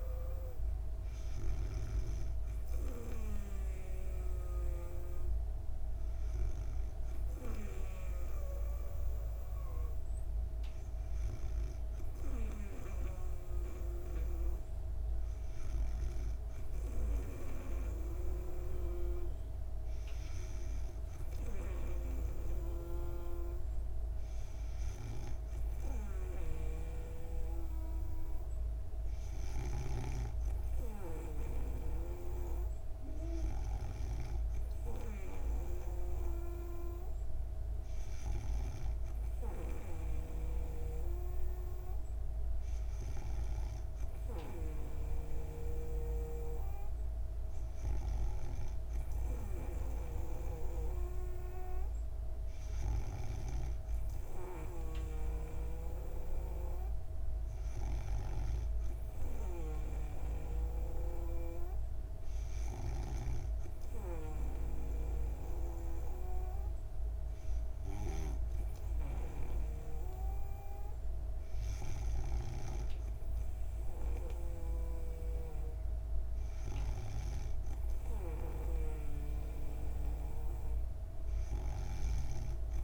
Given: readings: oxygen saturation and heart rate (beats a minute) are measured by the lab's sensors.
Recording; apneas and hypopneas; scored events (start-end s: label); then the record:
breathing in sleep by a room microphone; none
0.00-4.50 s: snoring (device-marked)
21.50-29.50 s: snoring (device-marked)
39.50-50.50 s: snoring (device-marked)
55.00-82.00 s: snoring (device-marked)
From the record:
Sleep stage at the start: N2 (light sleep); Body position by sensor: on the back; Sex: female